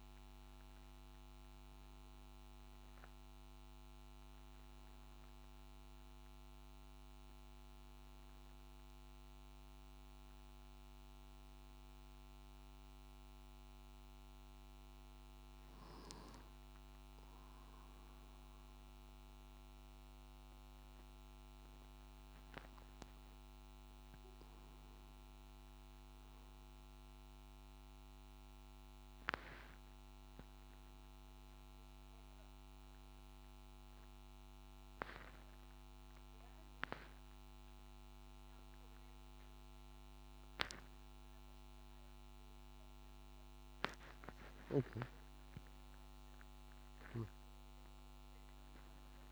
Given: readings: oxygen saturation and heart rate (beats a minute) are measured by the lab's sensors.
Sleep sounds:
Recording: a person awake in a sleep study, hard to hear, by a microphone on the trachea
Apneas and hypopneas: none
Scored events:
none scored
From the record:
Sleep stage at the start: awake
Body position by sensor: on the back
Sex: male

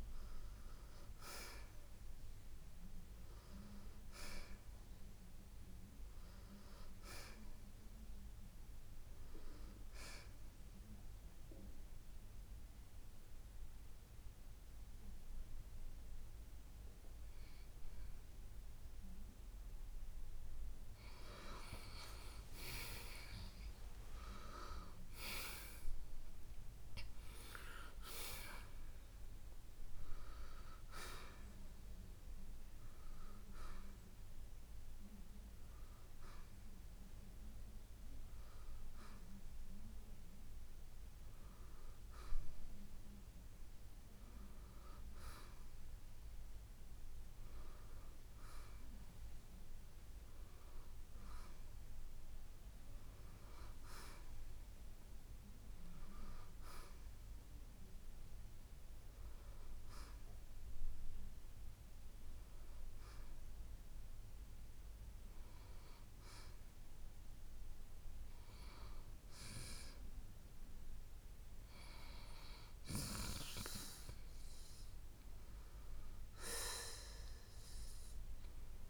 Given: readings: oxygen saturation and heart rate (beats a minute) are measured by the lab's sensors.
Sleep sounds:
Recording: breathing in sleep by a room microphone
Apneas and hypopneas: 2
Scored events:
0.00-4.00 s: arousal
0.00-7.50 s: oxygen desaturation (device-marked, oxygen 88% lowest, heart rate 52 extreme)
11.00-22.00 s: mixed apnea (oxygen 92% before, 84% lowest, heart rate 60 before, 56 extreme, up 15 after)
15.50-27.50 s: oxygen desaturation (device-marked, oxygen 92% before, 88% lowest, heart rate 60 before, 56 extreme)
24.00-28.00 s: arousal
31.50-43.00 s: hypopnea (oxygen 92% before, 84% lowest, heart rate 64 before, 64 extreme, up 5 after)
42.50-56.50 s: oxygen desaturation (device-marked, oxygen 91% before, 84% lowest, heart rate 68 before, 61 extreme)
46.00-49.00 s: arousal
From the record:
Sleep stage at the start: N2 (light sleep)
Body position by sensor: on the right side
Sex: male

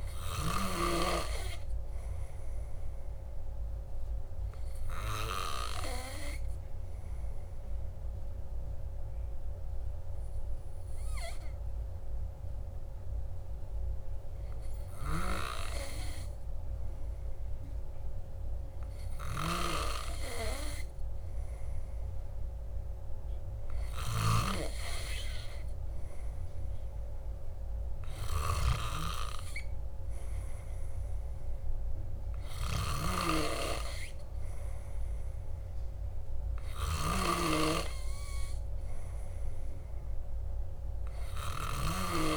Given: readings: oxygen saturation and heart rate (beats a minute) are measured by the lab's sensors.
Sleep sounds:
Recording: breathing in sleep by a room microphone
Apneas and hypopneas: 1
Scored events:
7.00-18.00 s: hypopnea (oxygen 97% before, 96% lowest, heart rate 56 before, 54 extreme, up 1 after)
20.00-23.00 s: arousal
From the record:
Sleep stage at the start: N2 (light sleep)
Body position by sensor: on the back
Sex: male

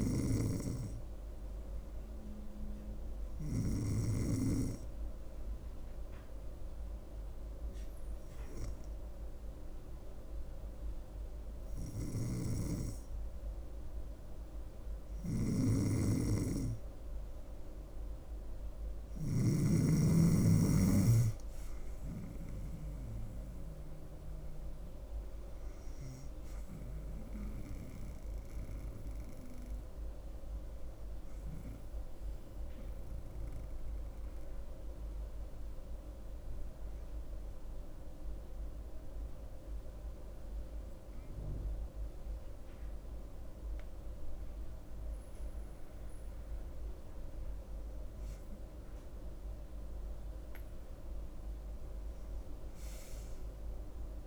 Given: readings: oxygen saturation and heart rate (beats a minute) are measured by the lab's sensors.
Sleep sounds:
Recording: breathing in sleep by a room microphone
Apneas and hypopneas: 2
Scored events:
2.50-13.50 s: hypopnea (oxygen 95% before, 92% lowest, heart rate 70 before, 66 extreme, up 2 after)
15.00-19.50 s: snoring (device-marked)
17.00-20.50 s: arousal
22.50-43.50 s: oxygen desaturation (device-marked, oxygen 95% before, 92% lowest, heart rate 71 before, 66 extreme)
32.50-47.00 s: obstructive apnea (oxygen 95% before, 93% lowest, heart rate 70 before, 67 extreme, up 4 after)
50.00-53.50 s: arousal
From the record:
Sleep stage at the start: N2 (light sleep)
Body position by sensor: on the back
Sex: female

